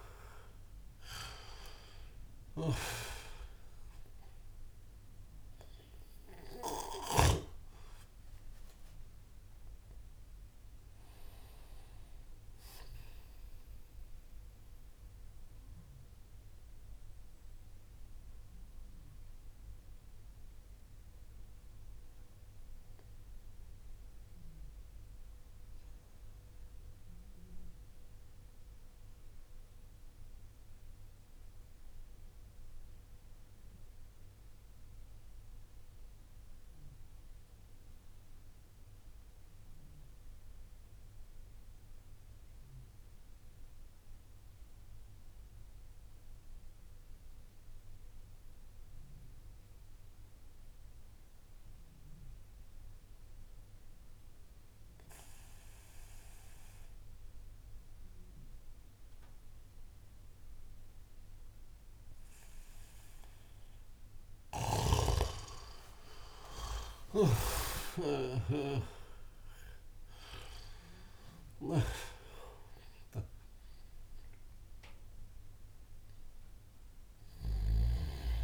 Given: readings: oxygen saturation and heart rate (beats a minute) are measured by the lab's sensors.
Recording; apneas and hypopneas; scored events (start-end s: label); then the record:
breathing in sleep by a room microphone; 1
0.00-3.00 s: arousal
0.00-7.00 s: snoring (device-marked)
0.00-26.50 s: oxygen desaturation (device-marked, oxygen 88% lowest)
14.50-64.00 s: mixed apnea (oxygen 96% before, 87% lowest)
43.50-78.44 s: oxygen desaturation (device-marked, oxygen 98% before, 87% lowest)
65.50-71.00 s: arousal
From the record:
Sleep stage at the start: N2 (light sleep); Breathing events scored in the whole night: 253 in 7.0 hours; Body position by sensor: on the back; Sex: male